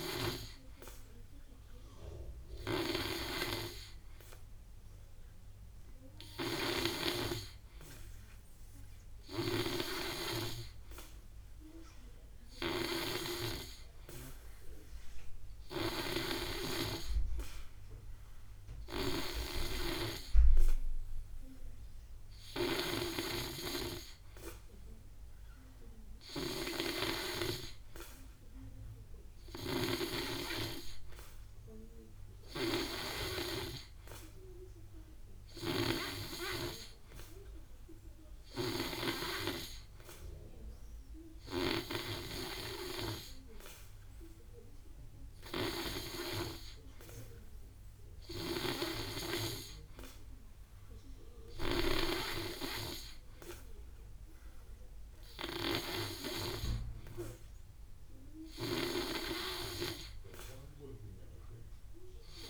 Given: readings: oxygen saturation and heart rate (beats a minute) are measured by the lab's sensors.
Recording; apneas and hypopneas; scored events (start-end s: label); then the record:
breathing in sleep by a room microphone; none
7.00-23.00 s: oxygen desaturation (device-marked, oxygen 93% before, 89% lowest, heart rate 63 before, 60 extreme)
16.00-23.00 s: snoring (device-marked)
33.00-36.50 s: snoring (device-marked)
55.00-62.50 s: oxygen desaturation (device-marked, oxygen 92% before, 89% lowest, heart rate 66 before, 55 extreme)
From the record:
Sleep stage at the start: N2 (light sleep); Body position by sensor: on the back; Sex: male